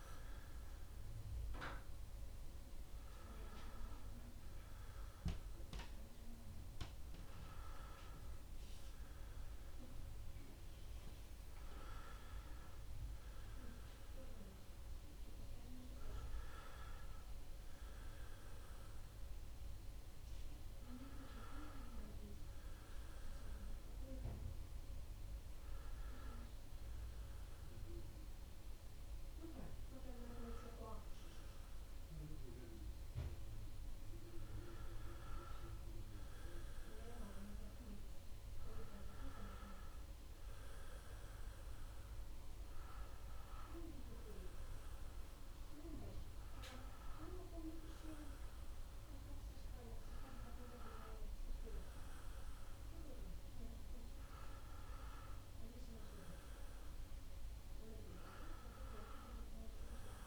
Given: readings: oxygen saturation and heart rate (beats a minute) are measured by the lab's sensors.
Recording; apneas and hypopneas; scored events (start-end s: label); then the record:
breathing in sleep by a room microphone; none
none scored
From the record:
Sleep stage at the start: N2 (light sleep); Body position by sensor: on the back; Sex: male